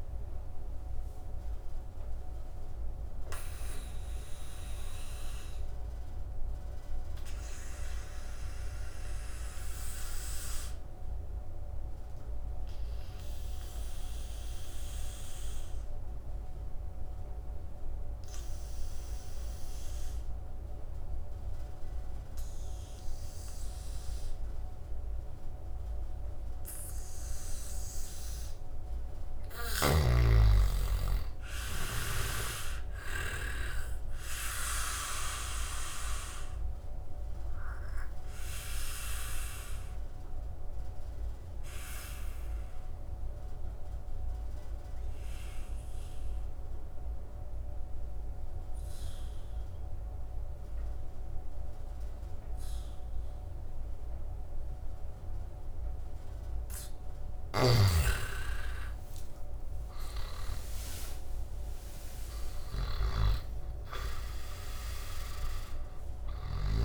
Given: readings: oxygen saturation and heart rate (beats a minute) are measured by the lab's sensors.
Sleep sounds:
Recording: breathing in sleep by a room microphone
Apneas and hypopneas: 2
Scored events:
0.00-23.50 s: oxygen desaturation (device-marked, oxygen 87% lowest, heart rate 70 extreme)
1.00-28.00 s: obstructive apnea (oxygen 100% before, 87% lowest, heart rate 76 before, 70 extreme, up 11 after)
30.50-34.00 s: arousal
33.50-55.50 s: oxygen desaturation (device-marked, oxygen 99% before, 90% lowest, heart rate 73 before, 64 extreme)
38.00-55.50 s: obstructive apnea (oxygen 99% before, 86% lowest, heart rate 74 before, 64 extreme, up 12 after)
57.00-60.50 s: arousal
57.00-66.50 s: snoring (device-marked)
57.50-66.85 s: oxygen desaturation (device-marked, oxygen 97% before, 90% lowest, heart rate 74 before, 64 extreme)
From the record:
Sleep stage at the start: N2 (light sleep)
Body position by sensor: on the back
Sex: male

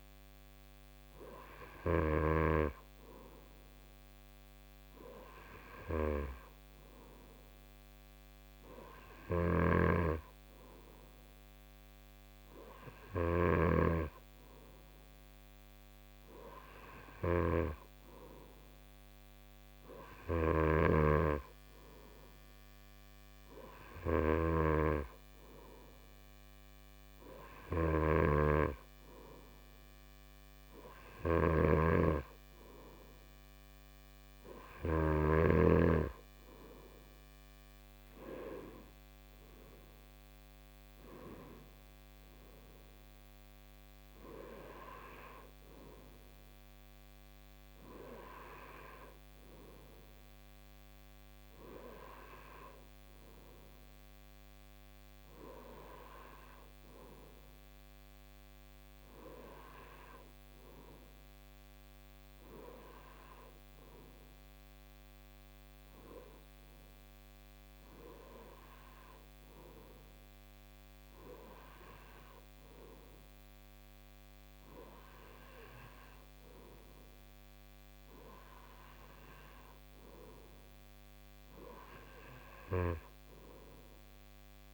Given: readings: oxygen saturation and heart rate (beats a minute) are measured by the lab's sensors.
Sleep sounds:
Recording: breathing in sleep by a microphone on the trachea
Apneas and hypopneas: none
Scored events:
0.00-2.00 s: snoring (device-marked)
9.00-13.50 s: snoring (device-marked)
20.00-35.00 s: snoring (device-marked)
From the record:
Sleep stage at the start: N2 (light sleep)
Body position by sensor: on the right side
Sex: male

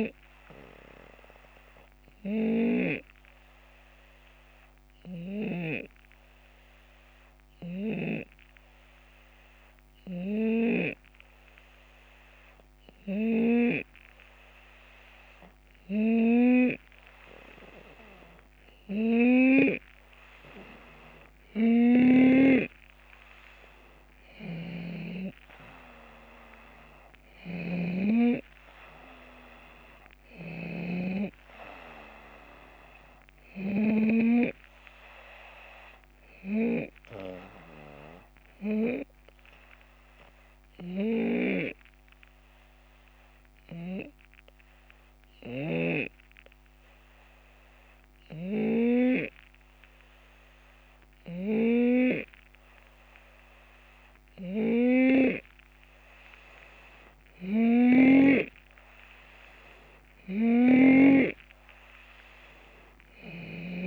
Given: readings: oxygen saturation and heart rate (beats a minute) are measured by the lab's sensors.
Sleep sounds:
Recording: breathing in sleep by a microphone on the trachea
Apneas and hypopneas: 2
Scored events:
0.50-16.00 s: hypopnea (oxygen 94% before, 91% lowest, heart rate 75 before, 72 extreme, up 5 after)
2.00-5.50 s: snoring (device-marked)
17.00-21.50 s: arousal
24.00-34.00 s: snoring (device-marked)
39.50-55.50 s: hypopnea (oxygen 94% before, 90% lowest, heart rate 76 before, 70 extreme, up 5 after)
40.50-61.00 s: snoring (device-marked)
59.00-62.50 s: arousal
From the record:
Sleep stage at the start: N2 (light sleep)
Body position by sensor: on the left side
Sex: male

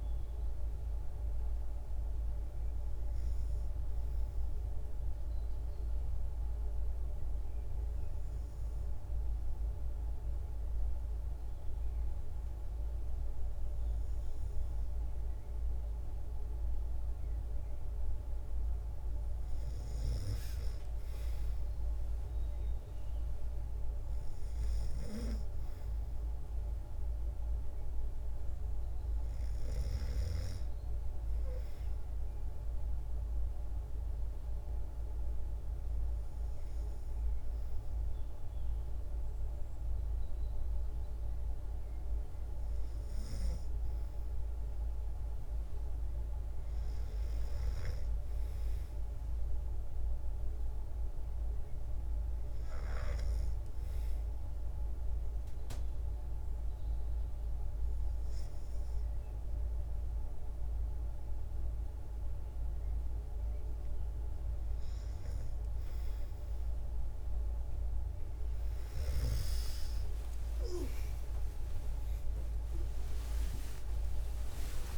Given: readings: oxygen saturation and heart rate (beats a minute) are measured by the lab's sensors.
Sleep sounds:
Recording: breathing in sleep, hard to hear, by a room microphone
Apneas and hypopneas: 3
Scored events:
0.00-6.50 s: oxygen desaturation (device-marked, oxygen 93% lowest, heart rate 53 extreme)
4.00-16.50 s: obstructive apnea (oxygen 97% before, 93% lowest, heart rate 57 before, 53 extreme, up 6 after)
20.00-24.50 s: arousal
24.50-40.50 s: oxygen desaturation (device-marked, oxygen 97% before, 93% lowest, heart rate 54 before, 54 extreme)
32.00-43.00 s: hypopnea (oxygen 97% before, 92% lowest, heart rate 56 before, 54 extreme, up 8 after)
46.00-49.00 s: arousal
46.50-52.50 s: snoring (device-marked)
52.00-64.50 s: hypopnea (oxygen 96% before, 92% lowest, heart rate 57 before, 54 extreme, up 35 after)
69.50-74.98 s: arousal
From the record:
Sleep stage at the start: N2 (light sleep)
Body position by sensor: on the back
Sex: female

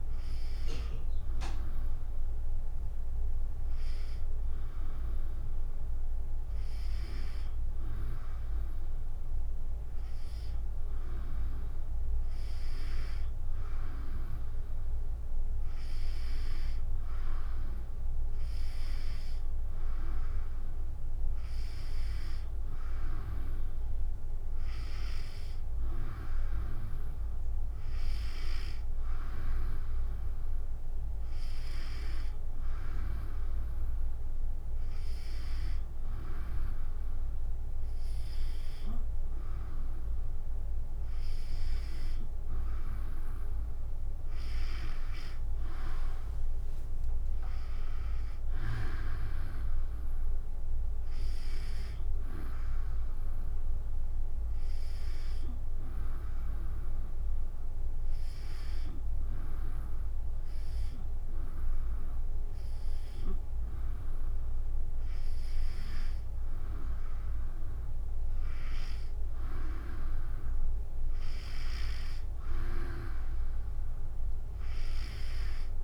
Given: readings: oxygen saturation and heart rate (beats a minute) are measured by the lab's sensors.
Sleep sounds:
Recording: breathing in sleep by a room microphone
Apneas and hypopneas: 2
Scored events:
33.50-44.00 s: hypopnea (oxygen 95% before, 91% lowest, heart rate 69 before, 65 extreme, up 39 after)
45.00-49.00 s: tachycardia (device-marked, heart rate 74 before, 106 extreme)
45.00-57.00 s: drop in pulse transit time (device-marked, heart rate 69 before, 73 extreme)
46.50-49.50 s: arousal
55.00-65.50 s: hypopnea (oxygen 94% before, 91% lowest, heart rate 83 before, 66 extreme, up 4 after)
71.00-75.00 s: arousal
From the record:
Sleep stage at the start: N2 (light sleep)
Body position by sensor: on the back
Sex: female

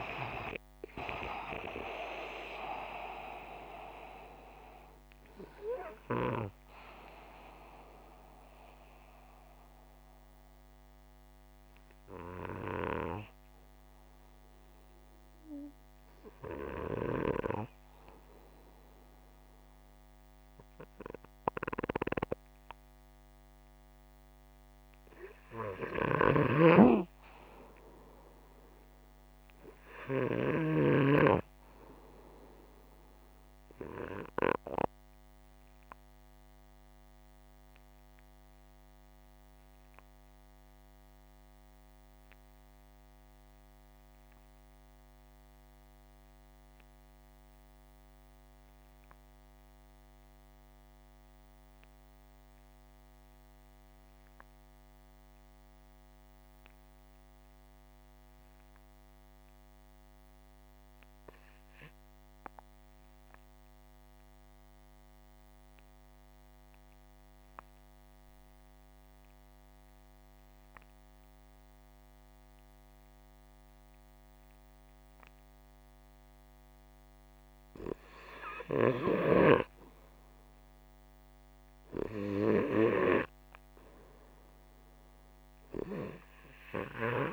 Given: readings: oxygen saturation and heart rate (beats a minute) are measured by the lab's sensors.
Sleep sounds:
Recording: breathing in sleep by a microphone on the trachea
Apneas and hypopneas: 1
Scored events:
15.50-24.50 s: oxygen desaturation (device-marked, oxygen 96% before, 89% lowest, heart rate 66 before, 74 extreme)
25.50-30.50 s: snoring (device-marked)
26.00-30.00 s: arousal
34.00-77.00 s: obstructive apnea (oxygen 99% before, 86% lowest, heart rate 121 before, 60 extreme)
80.00-84.00 s: arousal
From the record:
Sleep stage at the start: REM sleep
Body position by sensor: upright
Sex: male

